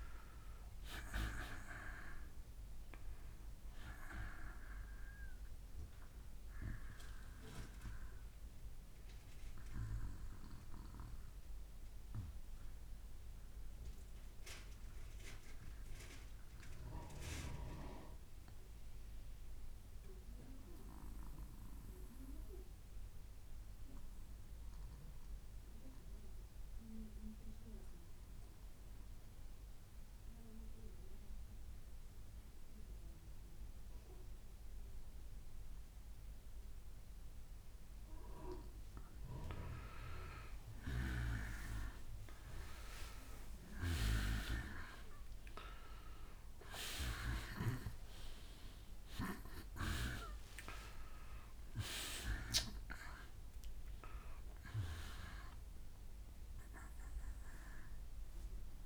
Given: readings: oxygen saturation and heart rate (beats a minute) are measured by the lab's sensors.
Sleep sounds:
breathing in sleep by a room microphone; 1
0.00-12.00 s: oxygen desaturation (device-marked, oxygen 87% lowest, heart rate 61 extreme)
8.00-37.50 s: obstructive apnea (oxygen 95% before, 85% lowest, heart rate 69 before, 61 extreme, up 6 after)
30.00-58.86 s: oxygen desaturation (device-marked, oxygen 97% before, 85% lowest, heart rate 62 before, 61 extreme)
39.00-43.00 s: arousal
From the record:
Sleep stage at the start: N2 (light sleep); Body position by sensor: on the back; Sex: male

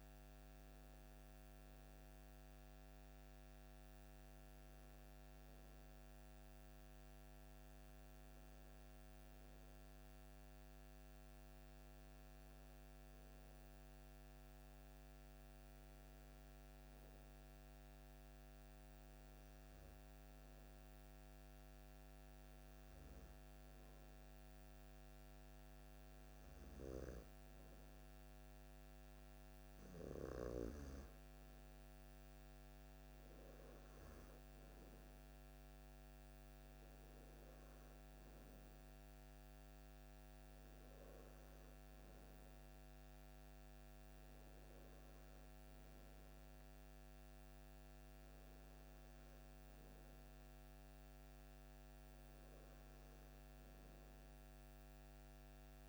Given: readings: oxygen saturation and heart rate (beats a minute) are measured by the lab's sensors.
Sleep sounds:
breathing in sleep, hard to hear, by a microphone on the trachea; none
none scored
From the record:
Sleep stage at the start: N2 (light sleep); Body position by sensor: on the back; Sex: male

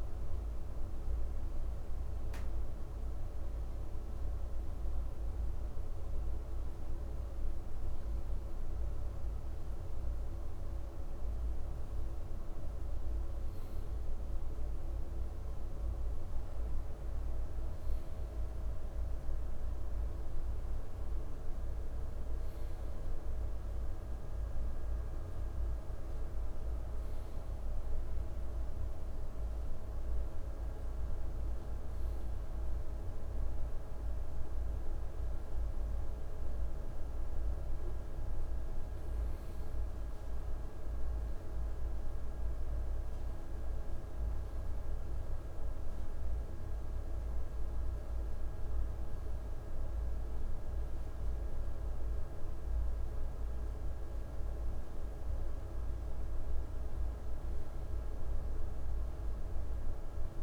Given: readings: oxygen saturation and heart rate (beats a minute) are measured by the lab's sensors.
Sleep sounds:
breathing in sleep, hard to hear, by a room microphone; none
none scored
From the record:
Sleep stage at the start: N1 (lightest sleep); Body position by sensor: on the right side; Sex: male

